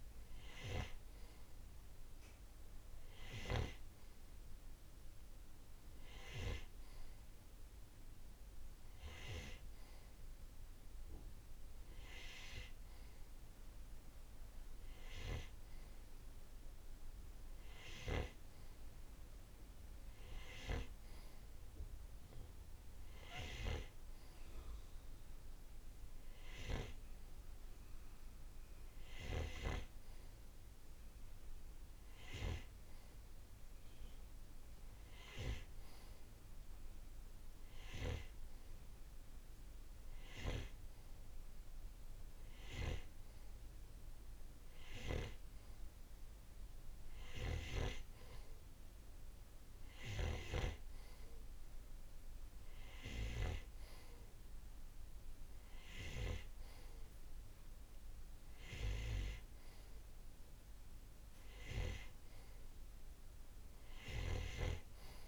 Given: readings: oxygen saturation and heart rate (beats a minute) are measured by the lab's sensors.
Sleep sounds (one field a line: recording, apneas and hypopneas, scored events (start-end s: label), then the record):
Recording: breathing in sleep by a room microphone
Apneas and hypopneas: none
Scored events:
none scored
From the record:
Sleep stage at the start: N2 (light sleep)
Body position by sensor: on the right side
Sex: male